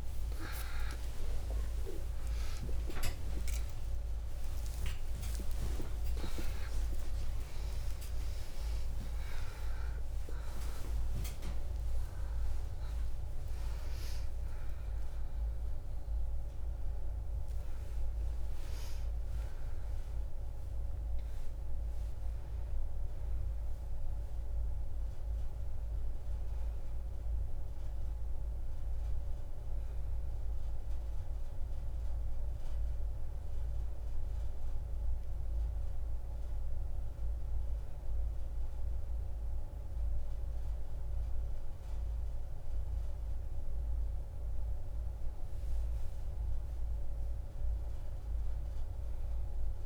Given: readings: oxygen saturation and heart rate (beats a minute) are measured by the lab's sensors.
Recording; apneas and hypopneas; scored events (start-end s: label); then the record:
a person partly awake in a sleep study, by a room microphone; none
10.00-37.00 s: oxygen desaturation (device-marked, oxygen 96% before, 92% lowest)
15.00-49.86 s: new sleep stage, N1 (lightest sleep)
From the record:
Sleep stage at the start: awake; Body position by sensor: on the back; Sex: female